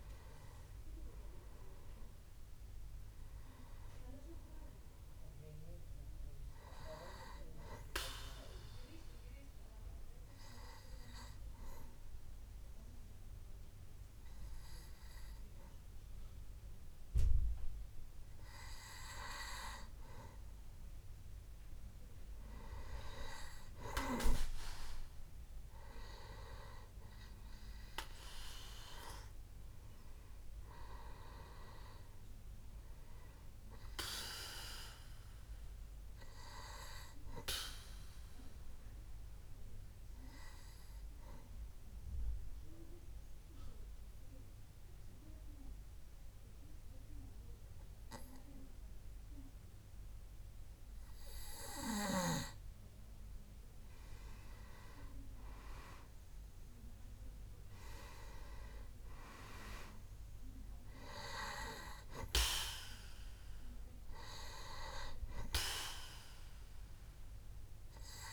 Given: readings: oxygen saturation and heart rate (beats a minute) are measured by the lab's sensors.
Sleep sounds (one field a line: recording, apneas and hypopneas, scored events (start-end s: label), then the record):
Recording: breathing in sleep by a room microphone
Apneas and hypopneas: 2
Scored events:
2.00-22.00 s: oxygen desaturation (device-marked, oxygen 99% before, 95% lowest, heart rate 65 before, 64 extreme)
8.50-20.50 s: obstructive apnea (oxygen 99% before, 92% lowest, heart rate 65 before, 64 extreme, up 6 after)
22.50-26.50 s: arousal
38.00-52.00 s: obstructive apnea (oxygen 98% before, 89% lowest, heart rate 69 before, 64 extreme, up 5 after)
53.50-58.00 s: arousal
61.00-68.32 s: oxygen desaturation (device-marked, oxygen 97% before, 92% lowest, heart rate 66 before, 65 extreme)
From the record:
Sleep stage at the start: N2 (light sleep)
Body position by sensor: on the back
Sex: male